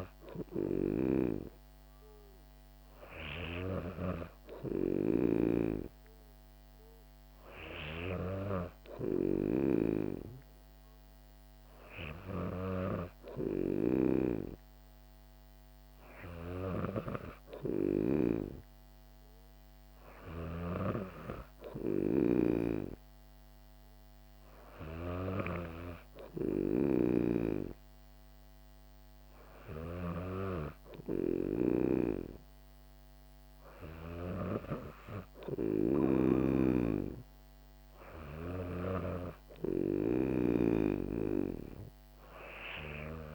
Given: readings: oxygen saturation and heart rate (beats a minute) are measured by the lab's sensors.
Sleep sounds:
breathing in sleep by a microphone on the trachea; none
22.00-27.50 s: snoring (device-marked)
From the record:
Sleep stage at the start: N2 (light sleep); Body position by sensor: on the back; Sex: female

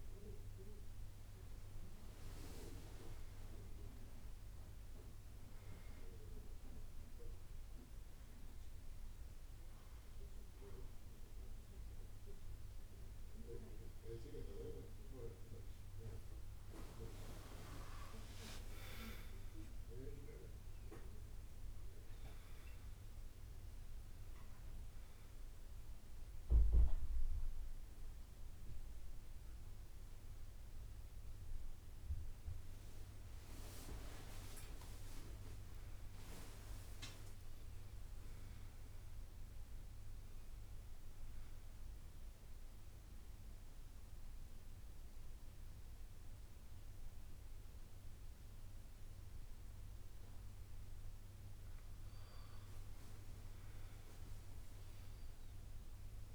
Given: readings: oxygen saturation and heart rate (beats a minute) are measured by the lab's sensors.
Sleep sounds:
breathing in sleep by a room microphone; 2
6.50-16.50 s: hypopnea (oxygen 98% before, 94% lowest, heart rate 66 before, 61 extreme, up 19 after)
14.00-16.00 s: long interval between heartbeats (device-marked, heart rate 64 before, 64 extreme)
18.00-23.00 s: arousal
18.50-20.50 s: long interval between heartbeats (device-marked, heart rate 64 before, 76 extreme)
20.50-28.50 s: drop in pulse transit time (device-marked, heart rate 66 before, 64 extreme)
42.00-52.00 s: hypopnea (oxygen 98% before, 94% lowest, heart rate 67 before, 61 extreme, up 7 after)
53.50-56.35 s: arousal
From the record:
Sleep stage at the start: N2 (light sleep); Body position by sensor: on the back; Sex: male

